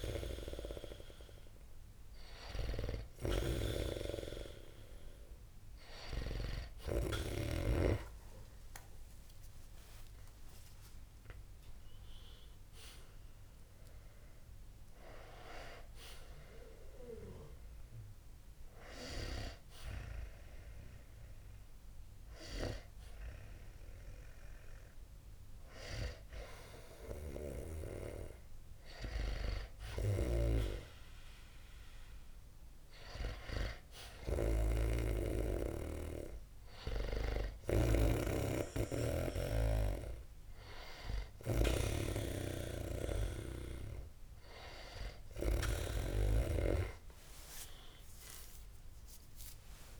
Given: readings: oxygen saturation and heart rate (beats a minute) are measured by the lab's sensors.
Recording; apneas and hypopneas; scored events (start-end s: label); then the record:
breathing in sleep by a room microphone; none
0.00-6.50 s: snoring (device-marked)
5.50-8.50 s: arousal
33.50-46.00 s: snoring (device-marked)
46.50-50.00 s: arousal
From the record:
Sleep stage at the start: N2 (light sleep); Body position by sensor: on the back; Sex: male